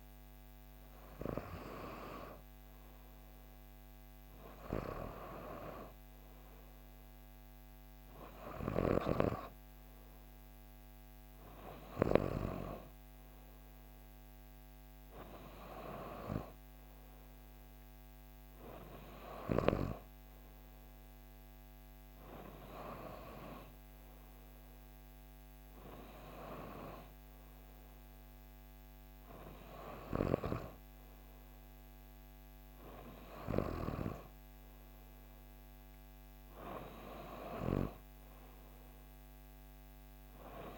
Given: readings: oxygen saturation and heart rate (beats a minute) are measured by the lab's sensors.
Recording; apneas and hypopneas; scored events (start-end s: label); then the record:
breathing in sleep by a microphone on the trachea; none
none scored
From the record:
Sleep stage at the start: N2 (light sleep); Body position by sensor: on the back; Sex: female